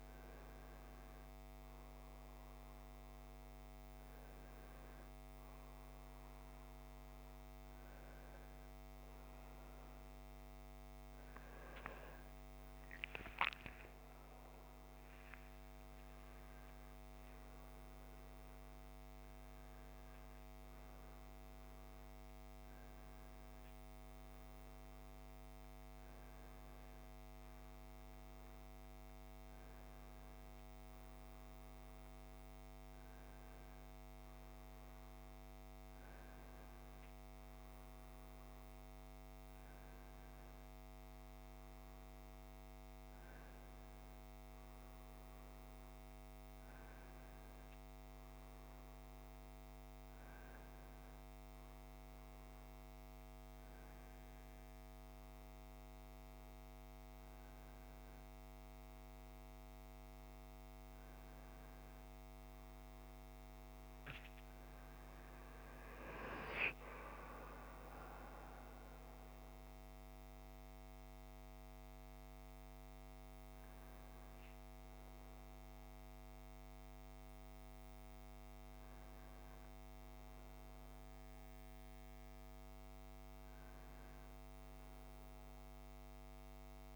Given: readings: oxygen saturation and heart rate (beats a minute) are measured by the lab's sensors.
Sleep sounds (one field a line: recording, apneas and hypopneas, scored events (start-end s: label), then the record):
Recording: a person awake in a sleep study, hard to hear, by a microphone on the trachea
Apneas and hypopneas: none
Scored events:
none scored
From the record:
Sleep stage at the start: awake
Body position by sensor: on the right side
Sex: male